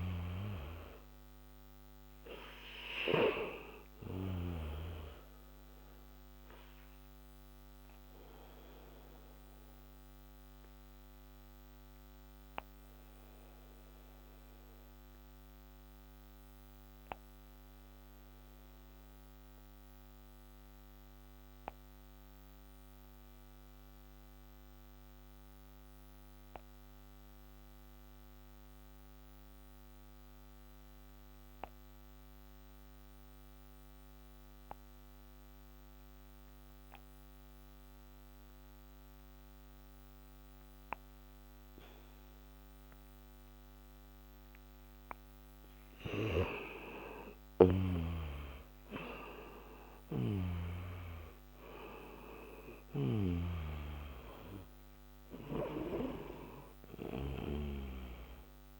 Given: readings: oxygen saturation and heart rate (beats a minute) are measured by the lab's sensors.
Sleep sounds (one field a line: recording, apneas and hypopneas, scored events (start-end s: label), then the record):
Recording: breathing in sleep by a microphone on the trachea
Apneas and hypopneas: 1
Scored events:
5.00-30.00 s: oxygen desaturation (device-marked, oxygen 95% before, 86% lowest, heart rate 71 before, 35 extreme)
6.50-43.50 s: obstructive apnea (oxygen 98% before, 86% lowest)
46.50-52.50 s: arousal
47.50-53.50 s: snoring (device-marked)
From the record:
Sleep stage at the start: N2 (light sleep)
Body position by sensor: on the back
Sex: male